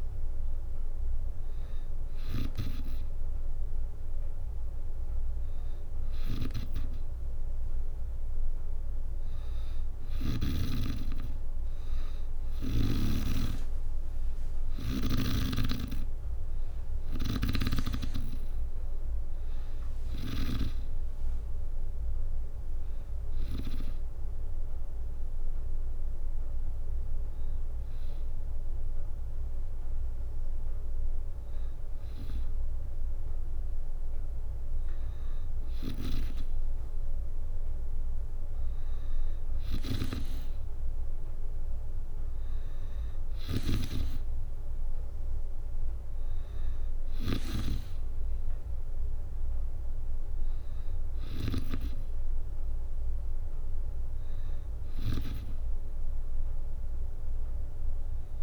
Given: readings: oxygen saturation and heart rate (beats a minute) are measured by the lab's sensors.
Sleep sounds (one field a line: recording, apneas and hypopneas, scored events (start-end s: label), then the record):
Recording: breathing in sleep by a room microphone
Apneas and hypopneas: 1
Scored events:
0.00-10.00 s: snoring (device-marked)
10.00-27.00 s: drop in pulse transit time (device-marked, heart rate 66 before, 65 extreme)
11.00-14.50 s: arousal
22.50-33.50 s: hypopnea (oxygen 95% before, 93% lowest, heart rate 68 before, 64 extreme, up 3 after)
42.00-54.00 s: oxygen desaturation (device-marked, oxygen 96% before, 93% lowest, heart rate 66 before, 64 extreme)
42.50-45.50 s: arousal
43.00-51.00 s: snoring (device-marked)
From the record:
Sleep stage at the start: N2 (light sleep)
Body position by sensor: on the back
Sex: female